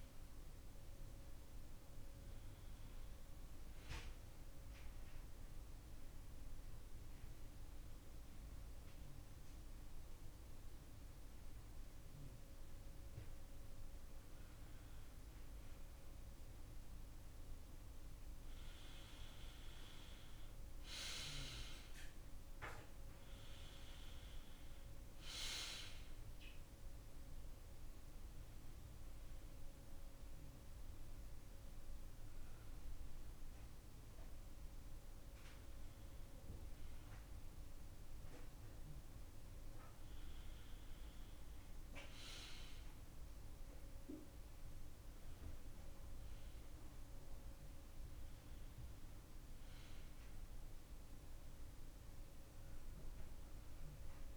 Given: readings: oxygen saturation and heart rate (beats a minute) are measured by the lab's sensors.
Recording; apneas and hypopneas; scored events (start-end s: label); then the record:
breathing in sleep, hard to hear, by a room microphone; 2
4.50-15.00 s: hypopnea (oxygen 95% before, 90% lowest)
17.50-20.50 s: arousal
23.50-38.50 s: oxygen desaturation (device-marked, oxygen 95% before, 90% lowest)
27.00-38.50 s: hypopnea (oxygen 96% before, 90% lowest)
42.00-46.00 s: arousal
From the record:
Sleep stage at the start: N2 (light sleep); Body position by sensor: on the back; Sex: male